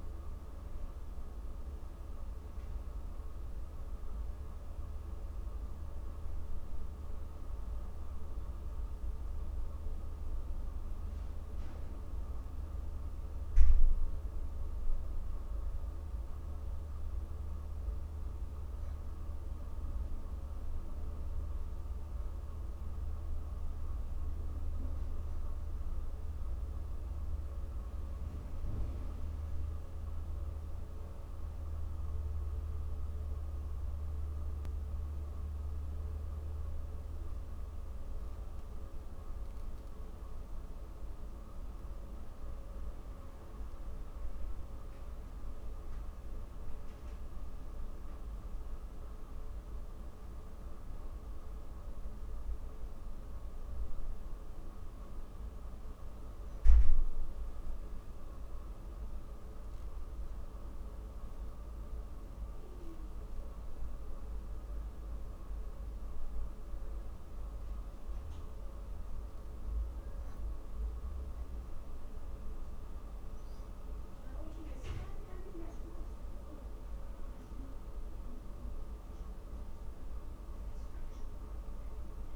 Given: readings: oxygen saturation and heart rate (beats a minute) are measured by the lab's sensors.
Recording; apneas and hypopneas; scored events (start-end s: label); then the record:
breathing in sleep, hard to hear, by a room microphone; none
79.50-82.36 s: arousal
From the record:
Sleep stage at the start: N2 (light sleep); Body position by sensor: on the back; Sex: female